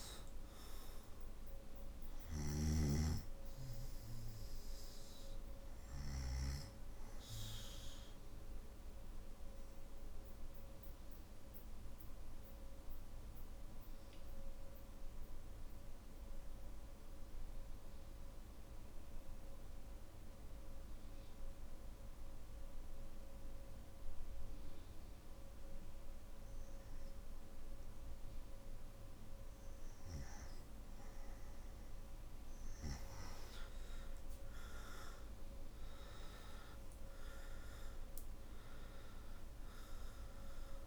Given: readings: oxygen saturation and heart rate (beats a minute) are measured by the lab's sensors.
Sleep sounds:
breathing in sleep by a room microphone; 1
0.00-2.00 s: snoring (device-marked)
0.00-8.00 s: oxygen desaturation (device-marked, oxygen 92% lowest, heart rate 50 extreme)
9.00-29.00 s: obstructive apnea (oxygen 98% before, 92% lowest, heart rate 56 before, 49 extreme, up 10 after)
From the record:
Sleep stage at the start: N2 (light sleep); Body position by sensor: on the back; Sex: male

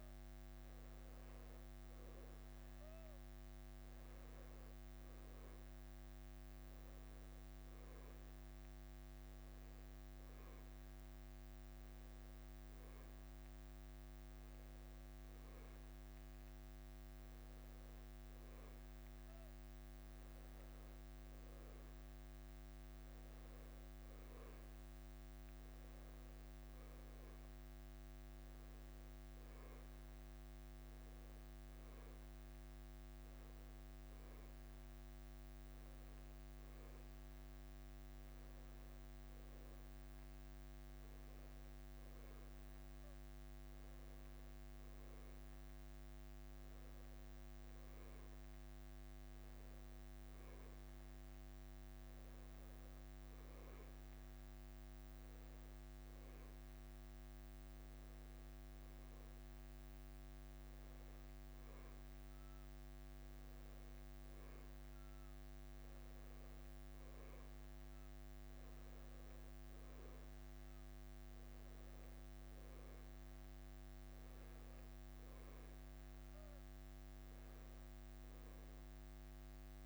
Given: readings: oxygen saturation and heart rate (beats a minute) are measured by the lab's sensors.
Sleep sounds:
breathing in sleep, hard to hear, by a microphone on the trachea; none
none scored
From the record:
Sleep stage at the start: N1 (lightest sleep); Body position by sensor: on the back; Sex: male

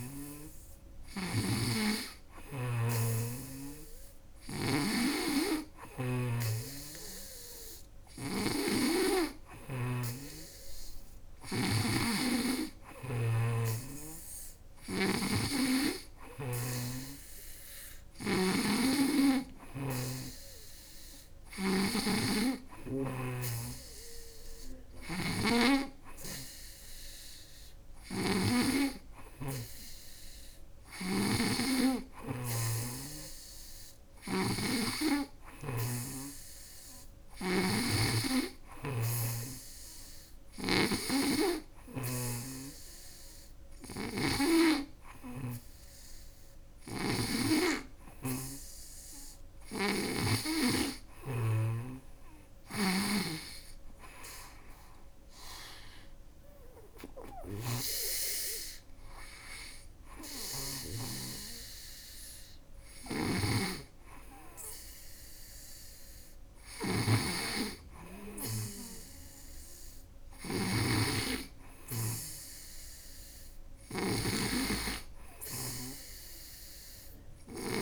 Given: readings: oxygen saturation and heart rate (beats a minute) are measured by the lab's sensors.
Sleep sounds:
breathing in sleep by a room microphone; none
0.00-47.00 s: snoring (device-marked)
49.00-77.82 s: snoring (device-marked)
From the record:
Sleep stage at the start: N2 (light sleep); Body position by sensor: on the back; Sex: female

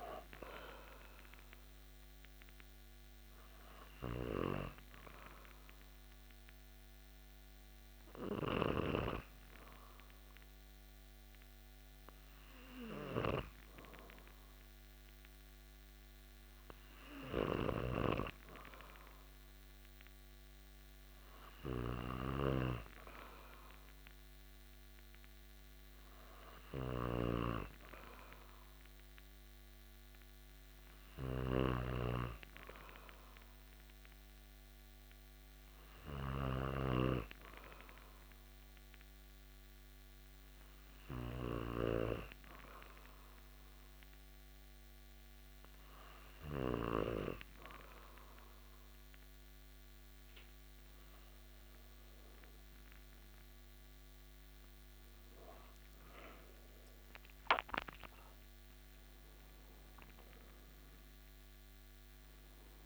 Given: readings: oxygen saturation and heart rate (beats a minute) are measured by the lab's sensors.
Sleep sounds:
breathing in sleep by a microphone on the trachea; 2
3.50-19.50 s: hypopnea (oxygen 97% before, 95% lowest)
17.50-37.00 s: snoring (device-marked)
22.50-26.00 s: arousal
38.00-52.00 s: hypopnea (oxygen 97% before, 95% lowest)
53.50-58.50 s: arousal
From the record:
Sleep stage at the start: N2 (light sleep); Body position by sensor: on the back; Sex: male

